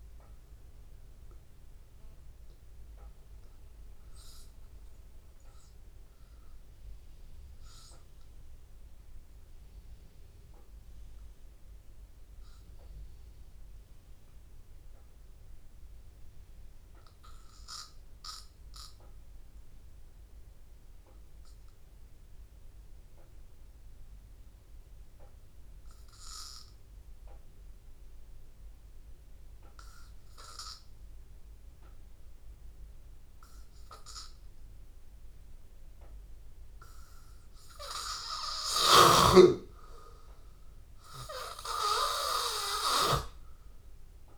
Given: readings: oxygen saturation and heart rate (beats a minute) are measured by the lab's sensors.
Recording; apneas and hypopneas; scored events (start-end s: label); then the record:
breathing in sleep by a room microphone; 1
0.00-6.00 s: oxygen desaturation (device-marked, oxygen 89% lowest, heart rate 82 extreme)
12.50-36.00 s: obstructive apnea (oxygen 100% before, 90% lowest, heart rate 84 before, 82 extreme, up 2 after)
21.00-44.38 s: oxygen desaturation (device-marked, oxygen 99% before, 90% lowest, heart rate 82 before, 82 extreme)
38.50-43.00 s: arousal
From the record:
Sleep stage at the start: N2 (light sleep); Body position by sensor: on the back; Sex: male